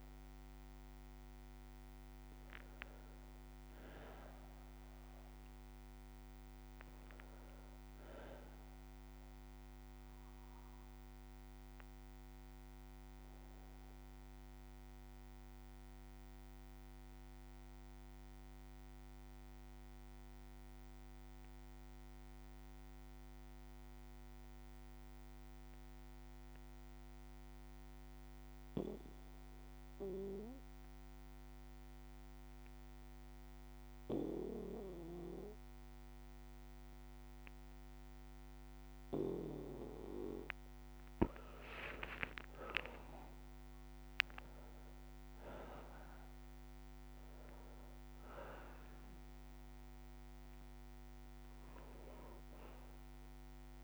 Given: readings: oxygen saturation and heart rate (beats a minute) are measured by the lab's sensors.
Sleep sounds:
breathing in sleep by a microphone on the trachea; 1
0.00-2.00 s: arousal
7.50-39.50 s: bradycardia (device-marked, heart rate 63 before, 54 extreme)
12.00-39.50 s: obstructive apnea (oxygen 98% before, 93% lowest, heart rate 60 before, 54 extreme, up 4 after)
38.50-53.84 s: oxygen desaturation (device-marked, oxygen 98% before, 93% lowest, heart rate 57 before, 56 extreme)
41.00-45.00 s: arousal
51.50-53.84 s: bradycardia (device-marked, heart rate 62 before, 56 extreme)
From the record:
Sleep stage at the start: N2 (light sleep); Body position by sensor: on the back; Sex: male

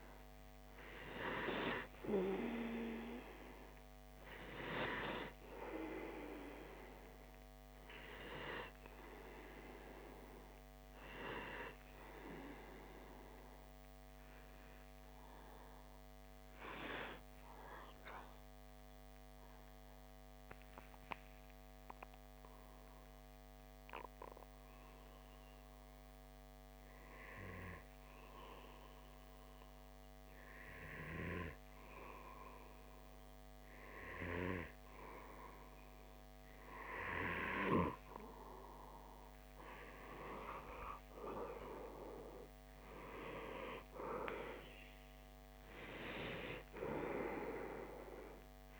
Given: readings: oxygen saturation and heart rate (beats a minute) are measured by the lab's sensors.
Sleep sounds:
breathing in sleep by a microphone on the trachea; 1
14.50-37.50 s: hypopnea (oxygen 97% before, 93% lowest)
39.50-43.50 s: arousal
From the record:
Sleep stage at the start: N2 (light sleep); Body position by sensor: on the back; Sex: male

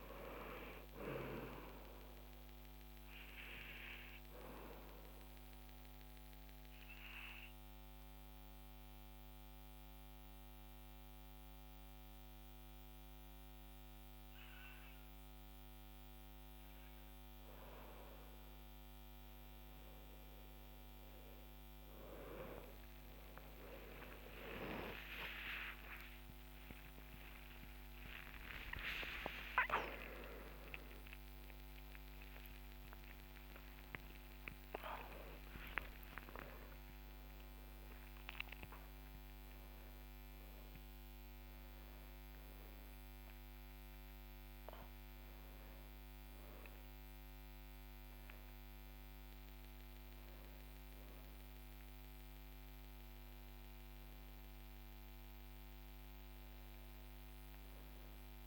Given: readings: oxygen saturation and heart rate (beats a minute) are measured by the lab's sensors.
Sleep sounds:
a person awake in a sleep study, by a microphone on the trachea; 1
4.50-20.50 s: mixed apnea (oxygen 97% before, 90% lowest, heart rate 57 before, 47 extreme)
22.00-49.00 s: oxygen desaturation (device-marked, oxygen 96% before, 90% lowest, heart rate 51 before, 63 extreme)
25.00-55.00 s: new sleep stage, awake
55.00-58.46 s: new sleep stage, N1 (lightest sleep)
From the record:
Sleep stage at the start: N2 (light sleep); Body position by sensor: on the back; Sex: male

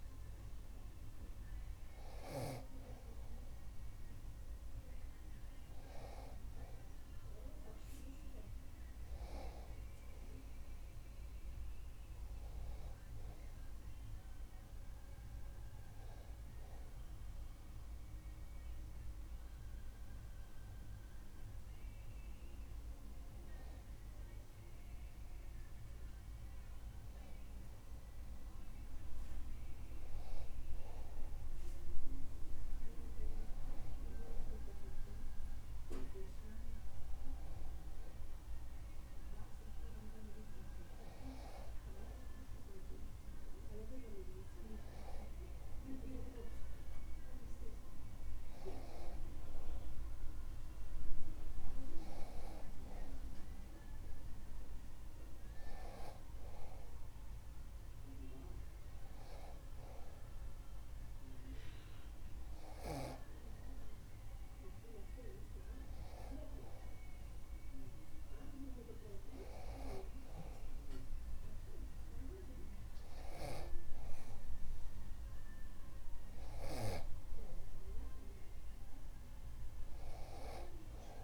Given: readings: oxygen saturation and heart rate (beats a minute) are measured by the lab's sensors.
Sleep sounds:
breathing in sleep by a room microphone; none
none scored
From the record:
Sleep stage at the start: N2 (light sleep); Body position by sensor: on the back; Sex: male

